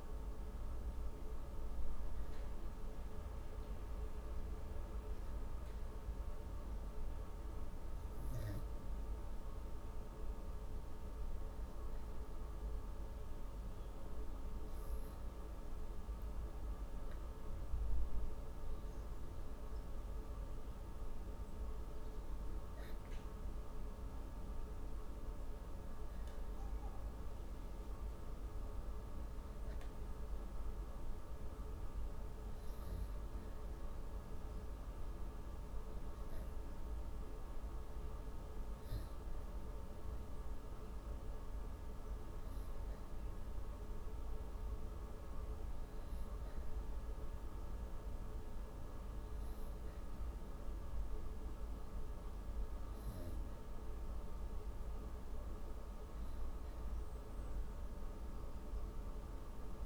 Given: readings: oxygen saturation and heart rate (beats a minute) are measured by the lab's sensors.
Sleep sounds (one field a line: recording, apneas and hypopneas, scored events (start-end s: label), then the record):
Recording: breathing in sleep, hard to hear, by a room microphone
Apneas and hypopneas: 2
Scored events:
4.50-17.50 s: hypopnea (oxygen 96% before, 94% lowest, heart rate 118 before, 104 extreme, up 8 after)
20.50-24.00 s: arousal
32.00-52.00 s: hypopnea (oxygen 97% before, 94% lowest, heart rate 123 before, 96 extreme, up 42 after)
From the record:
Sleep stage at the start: N2 (light sleep)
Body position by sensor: on the back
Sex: female